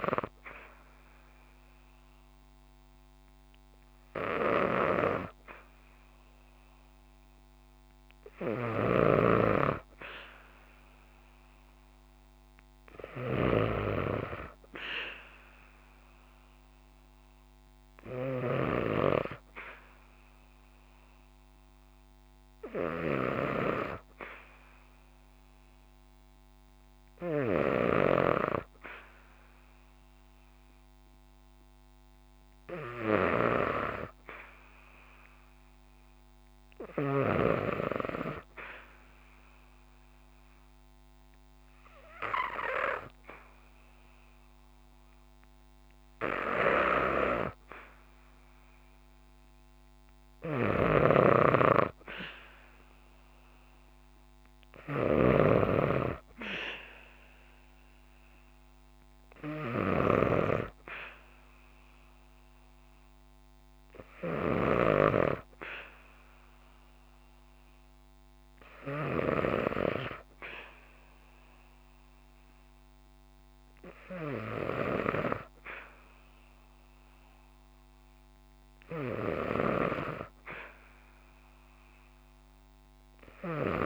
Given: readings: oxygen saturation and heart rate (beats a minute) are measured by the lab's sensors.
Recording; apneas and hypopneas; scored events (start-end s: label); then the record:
breathing in sleep by a microphone on the trachea; 1
8.00-18.00 s: snoring (device-marked)
38.00-48.00 s: obstructive apnea (oxygen 96% before, 93% lowest, heart rate 64 before, 62 extreme, up 0 after)
50.00-64.00 s: snoring (device-marked)
50.50-54.50 s: arousal
From the record:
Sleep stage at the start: N2 (light sleep); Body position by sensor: on the back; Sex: female